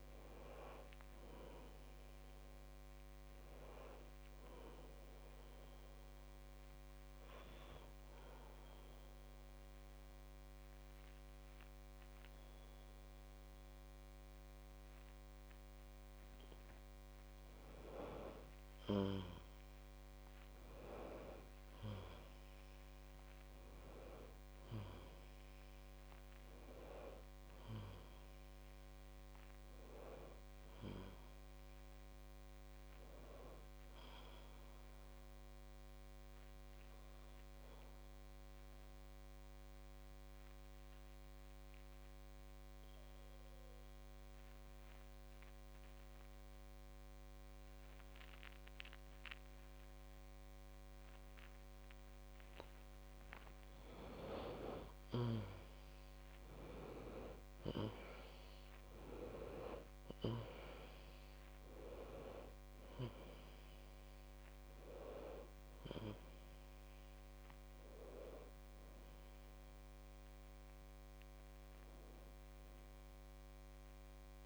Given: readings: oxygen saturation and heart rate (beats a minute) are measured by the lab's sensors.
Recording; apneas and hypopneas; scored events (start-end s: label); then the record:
breathing in sleep by a microphone on the trachea; 2
6.50-18.00 s: hypopnea (oxygen 99% before, 92% lowest, heart rate 60 before, 50 extreme, up 8 after)
11.50-74.46 s: new sleep stage, N2 (light sleep)
20.00-25.00 s: arousal
37.50-53.50 s: obstructive apnea (oxygen 97% before, 92% lowest, heart rate 58 before, 52 extreme, up 17 after)
55.50-59.00 s: arousal
57.50-74.46 s: oxygen desaturation (device-marked, oxygen 98% before, 92% lowest, heart rate 54 before, 53 extreme)
From the record:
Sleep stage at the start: N1 (lightest sleep); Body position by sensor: on the back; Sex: female